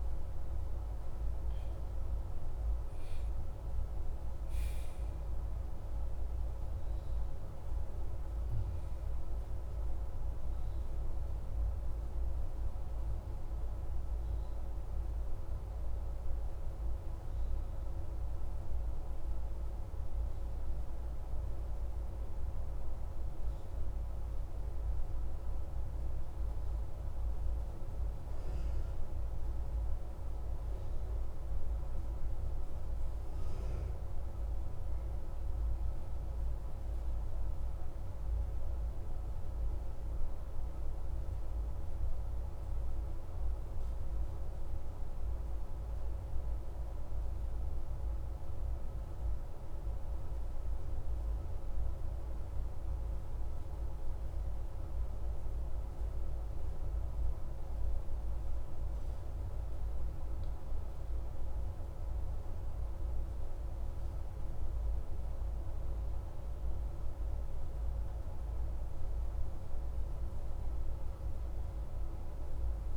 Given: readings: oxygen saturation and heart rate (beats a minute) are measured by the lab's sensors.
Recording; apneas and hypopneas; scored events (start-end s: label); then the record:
breathing in sleep, hard to hear, by a room microphone; 1
0.00-1.00 s: arousal
0.00-21.00 s: oxygen desaturation (device-marked, oxygen 93% lowest)
12.00-72.97 s: new sleep stage, N1 (lightest sleep)
29.50-34.50 s: arousal
40.00-59.00 s: central apnea (oxygen 97% before, 94% lowest)
62.00-67.00 s: arousal
From the record:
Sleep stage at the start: N2 (light sleep); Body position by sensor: on the back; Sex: male